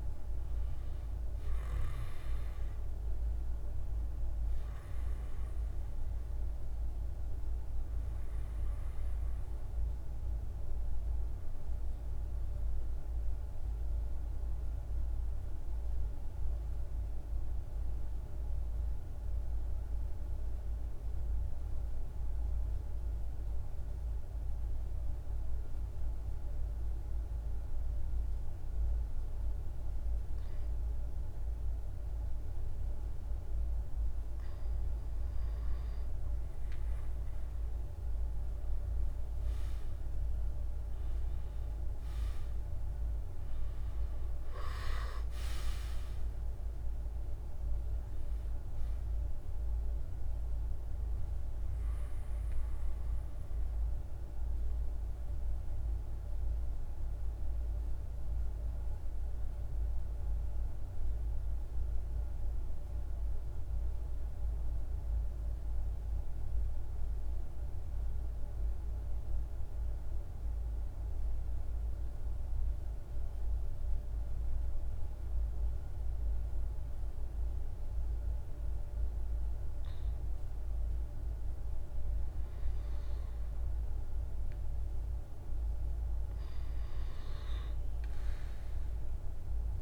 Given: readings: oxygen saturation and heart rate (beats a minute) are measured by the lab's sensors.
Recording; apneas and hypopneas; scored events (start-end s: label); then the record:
breathing in sleep, hard to hear, by a room microphone; 2
0.00-12.00 s: oxygen desaturation (device-marked, oxygen 91% lowest, heart rate 51 extreme)
9.50-33.00 s: mixed apnea (oxygen 97% before, 90% lowest, heart rate 54 before, 51 extreme, up 2 after)
33.00-66.00 s: oxygen desaturation (device-marked, oxygen 98% before, 90% lowest, heart rate 52 before, 49 extreme)
36.00-41.50 s: arousal
56.00-84.50 s: mixed apnea (oxygen 97% before, 90% lowest, heart rate 54 before, 50 extreme, up 13 after)
80.00-89.82 s: oxygen desaturation (device-marked, oxygen 99% before, 90% lowest, heart rate 50 before, 50 extreme)
87.00-89.82 s: arousal
From the record:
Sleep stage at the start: N2 (light sleep); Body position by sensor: on the right side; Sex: male